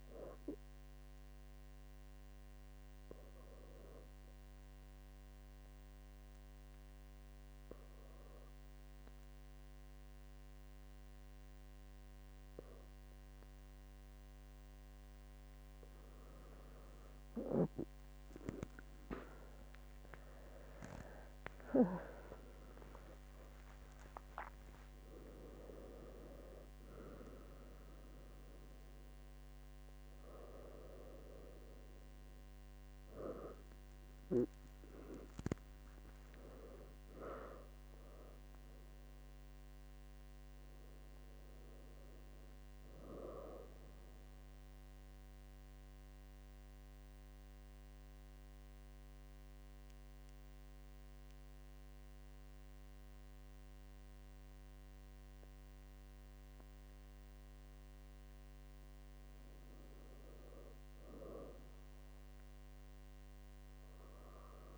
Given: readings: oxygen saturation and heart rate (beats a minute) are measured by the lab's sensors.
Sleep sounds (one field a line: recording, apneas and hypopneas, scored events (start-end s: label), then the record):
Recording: breathing in sleep by a microphone on the trachea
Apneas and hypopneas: 2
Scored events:
3.00-16.50 s: obstructive apnea (oxygen 99% before, 96% lowest, heart rate 72 before, 68 extreme, up 37 after)
22.00-27.00 s: arousal
44.00-59.00 s: mixed apnea (oxygen 98% before, 97% lowest, heart rate 83 before, 67 extreme, up 7 after)
60.50-63.50 s: arousal
From the record:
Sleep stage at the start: N2 (light sleep)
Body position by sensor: on the back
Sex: female